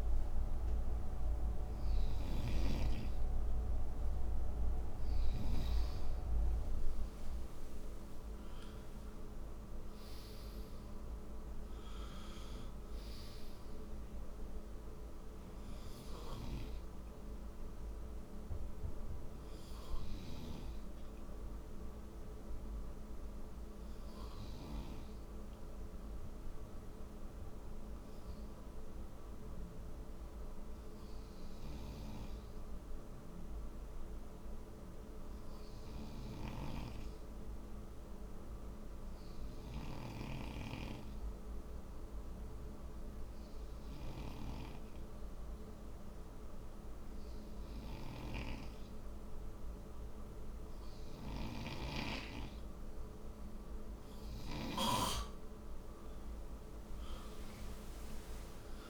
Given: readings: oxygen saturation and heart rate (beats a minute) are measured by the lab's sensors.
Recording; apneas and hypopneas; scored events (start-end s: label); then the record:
breathing in sleep by a room microphone; 1
0.00-2.00 s: snoring (device-marked)
7.00-12.50 s: arousal
23.50-51.00 s: hypopnea (oxygen 95% before, 92% lowest, heart rate 69 before, 57 extreme, up 7 after)
45.00-58.90 s: oxygen desaturation (device-marked, oxygen 97% before, 92% lowest, heart rate 65 before, 56 extreme)
53.50-58.50 s: arousal
From the record:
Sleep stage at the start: N2 (light sleep); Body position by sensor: on the front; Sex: male